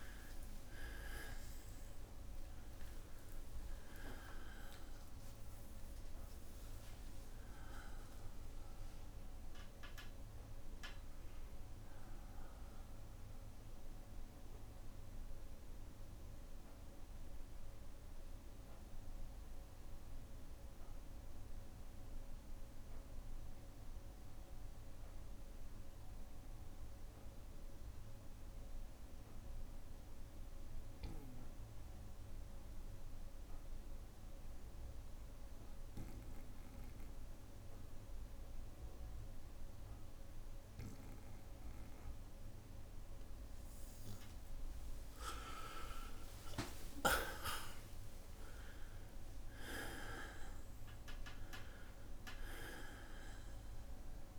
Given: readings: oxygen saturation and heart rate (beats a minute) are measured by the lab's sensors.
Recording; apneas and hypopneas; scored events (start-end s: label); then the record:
breathing in sleep by a room microphone; 1
0.00-1.00 s: arousal
0.00-7.50 s: oxygen desaturation (device-marked, oxygen 94% lowest, heart rate 59 extreme)
2.00-4.00 s: long interval between heartbeats (device-marked, heart rate 61 before, 81 extreme)
12.50-43.00 s: obstructive apnea (oxygen 98% before, 92% lowest, heart rate 69 before, 58 extreme, up 6 after)
19.50-24.50 s: bradycardia (device-marked, heart rate 63 before, 59 extreme)
40.50-54.39 s: oxygen desaturation (device-marked, oxygen 99% before, 92% lowest, heart rate 60 before, 58 extreme)
45.50-50.50 s: arousal
From the record:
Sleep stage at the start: N2 (light sleep); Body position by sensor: on the back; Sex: male